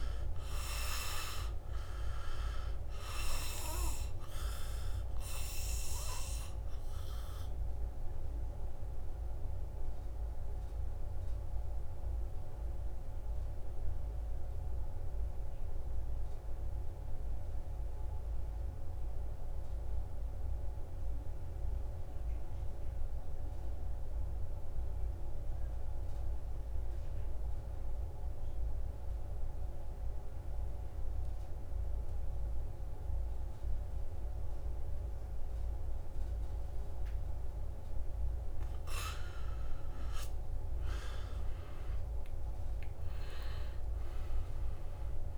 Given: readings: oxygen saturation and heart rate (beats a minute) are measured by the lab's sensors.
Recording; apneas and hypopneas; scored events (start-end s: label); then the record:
breathing in sleep by a room microphone; 1
0.00-17.00 s: oxygen desaturation (device-marked, oxygen 81% lowest, heart rate 62 extreme)
4.50-39.00 s: obstructive apnea (oxygen 97% before, 80% lowest, heart rate 66 before, 59 extreme, up 3 after)
29.00-45.38 s: oxygen desaturation (device-marked, oxygen 98% before, 80% lowest, heart rate 66 before, 59 extreme)
41.00-45.38 s: arousal
From the record:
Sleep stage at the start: N2 (light sleep); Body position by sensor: on the back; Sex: male